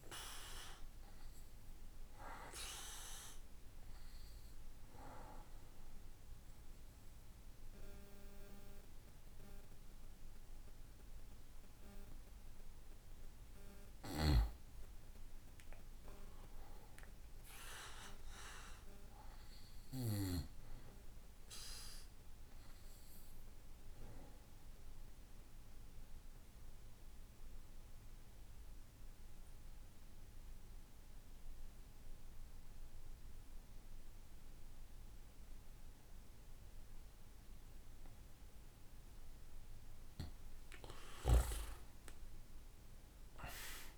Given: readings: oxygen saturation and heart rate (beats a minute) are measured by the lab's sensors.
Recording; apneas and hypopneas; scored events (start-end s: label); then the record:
breathing in sleep by a room microphone; 2
0.00-20.50 s: oxygen desaturation (device-marked, oxygen 88% lowest, heart rate 61 extreme)
1.00-11.00 s: obstructive apnea (oxygen 99% before, 88% lowest, heart rate 73 before, 61 extreme, up 6 after)
14.00-18.00 s: arousal
22.50-39.50 s: obstructive apnea (oxygen 98% before, 89% lowest, heart rate 66 before, 56 extreme, up 17 after)
38.50-43.98 s: oxygen desaturation (device-marked, oxygen 97% before, 89% lowest, heart rate 63 before, 56 extreme)
41.50-43.98 s: arousal
From the record:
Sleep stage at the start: N2 (light sleep); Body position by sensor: on the back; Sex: male